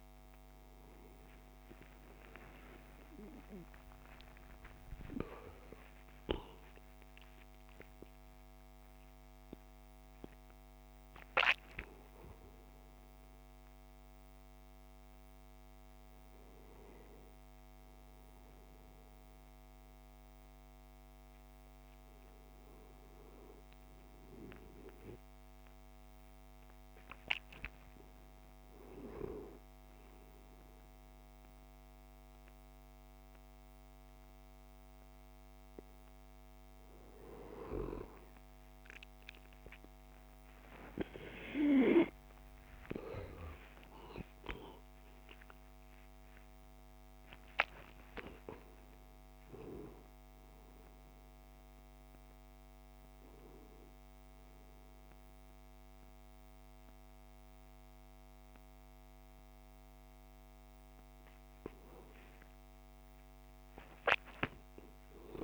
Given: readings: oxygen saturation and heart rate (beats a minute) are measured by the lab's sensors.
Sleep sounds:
a person awake in a sleep study, by a microphone on the trachea; none
41.00-65.44 s: new sleep stage, N1 (lightest sleep)
From the record:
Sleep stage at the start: awake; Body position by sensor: on the back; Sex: male

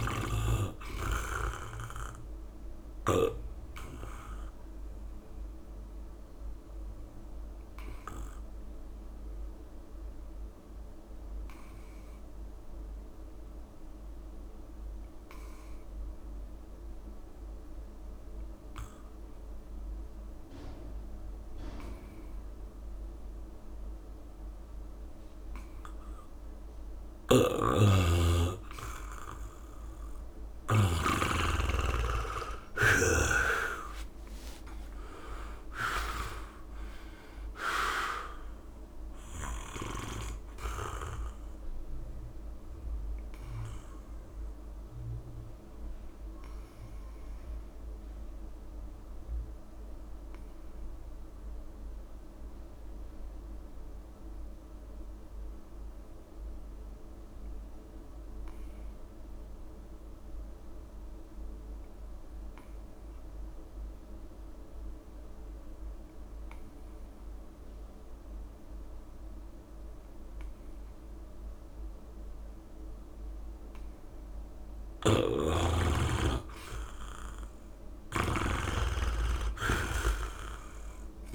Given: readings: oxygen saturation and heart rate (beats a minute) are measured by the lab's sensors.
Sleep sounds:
breathing in sleep by a room microphone; 2
0.00-3.00 s: snoring (device-marked)
0.00-17.50 s: oxygen desaturation (device-marked, oxygen 83% lowest, heart rate 45 extreme)
4.50-27.50 s: obstructive apnea (oxygen 97% before, 82% lowest, heart rate 54 before, 46 extreme, up 2 after)
26.50-28.50 s: long interval between heartbeats (device-marked, heart rate 71 before, 67 extreme)
27.00-31.00 s: snoring (device-marked)
30.50-57.50 s: oxygen desaturation (device-marked, oxygen 96% before, 82% lowest, heart rate 70 before, 45 extreme)
32.00-35.50 s: arousal
33.50-35.50 s: long interval between heartbeats (device-marked, heart rate 68 before, 60 extreme)
37.00-39.00 s: long interval between heartbeats (device-marked, heart rate 67 before, 63 extreme)
39.50-41.50 s: long interval between heartbeats (device-marked, heart rate 65 before, 46 extreme)
46.00-75.00 s: obstructive apnea (oxygen 96% before, 79% lowest, heart rate 59 before, 44 extreme, up 2 after)
68.50-81.35 s: oxygen desaturation (device-marked, oxygen 99% before, 79% lowest, heart rate 70 before, 44 extreme)
74.50-81.35 s: snoring (device-marked)
77.00-79.00 s: long interval between heartbeats (device-marked, heart rate 68 before, 66 extreme)
78.00-81.35 s: arousal
From the record:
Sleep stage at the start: N2 (light sleep); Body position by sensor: on the back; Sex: male

